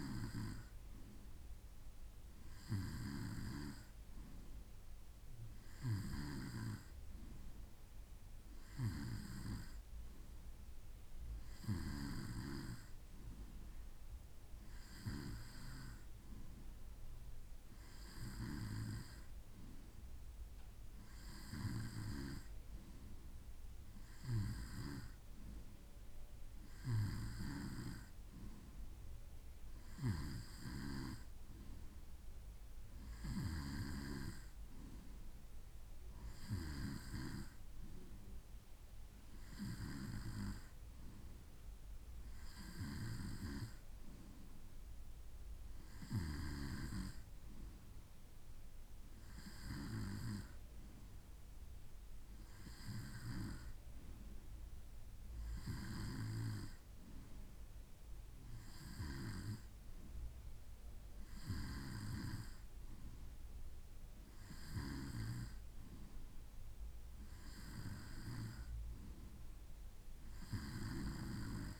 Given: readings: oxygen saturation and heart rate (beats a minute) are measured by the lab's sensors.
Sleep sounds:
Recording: breathing in sleep by a room microphone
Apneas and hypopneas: none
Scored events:
none scored
From the record:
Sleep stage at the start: N2 (light sleep)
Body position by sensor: on the right side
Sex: male

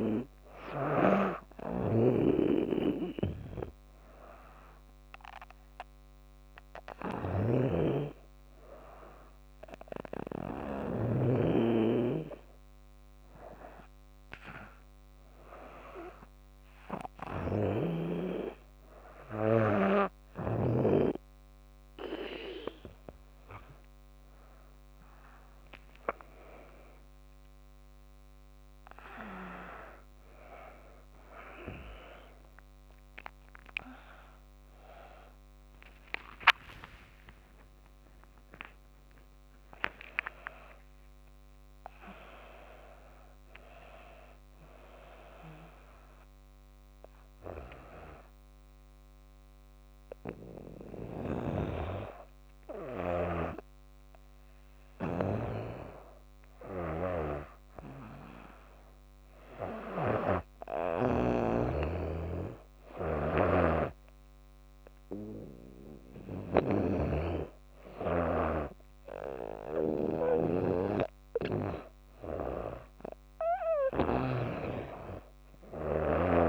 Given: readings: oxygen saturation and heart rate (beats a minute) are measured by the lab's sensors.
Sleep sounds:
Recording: breathing in sleep by a microphone on the trachea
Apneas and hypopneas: none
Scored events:
4.00-76.49 s: new sleep stage, N2 (light sleep)
6.50-11.00 s: snoring (device-marked)
17.00-20.50 s: snoring (device-marked)
35.00-39.50 s: arousal
50.50-74.00 s: snoring (device-marked)
From the record:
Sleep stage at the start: N1 (lightest sleep)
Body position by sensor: on the back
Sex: female

